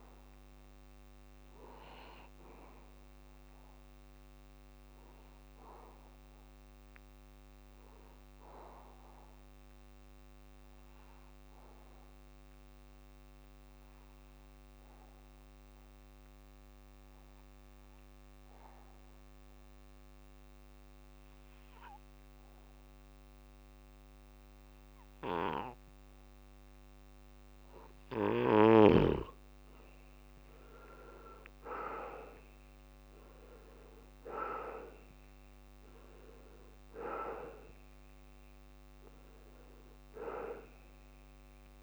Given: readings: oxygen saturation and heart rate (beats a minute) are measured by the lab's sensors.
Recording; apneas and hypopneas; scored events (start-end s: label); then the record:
breathing in sleep by a microphone on the trachea; 1
0.00-15.00 s: oxygen desaturation (device-marked, oxygen 93% lowest, heart rate 64 extreme)
8.50-28.00 s: mixed apnea (oxygen 99% before, 83% lowest, heart rate 85 before, 64 extreme)
26.00-41.83 s: oxygen desaturation (device-marked, oxygen 96% before, 83% lowest, heart rate 65 before, 65 extreme)
30.00-33.50 s: arousal
From the record:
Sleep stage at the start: N2 (light sleep); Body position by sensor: on the back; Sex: male